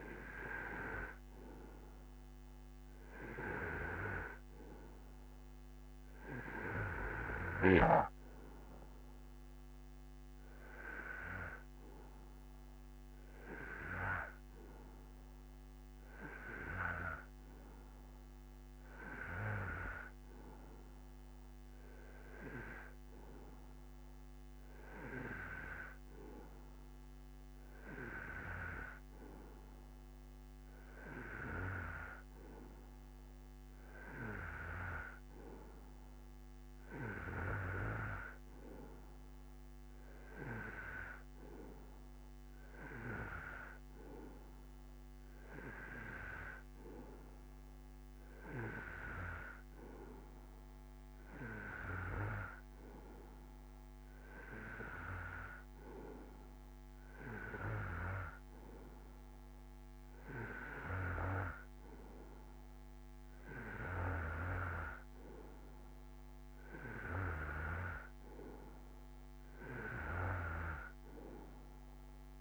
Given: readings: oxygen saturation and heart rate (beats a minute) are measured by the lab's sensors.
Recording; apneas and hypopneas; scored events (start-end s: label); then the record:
breathing in sleep by a microphone on the trachea; none
none scored
From the record:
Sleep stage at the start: N2 (light sleep); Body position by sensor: on the right side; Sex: male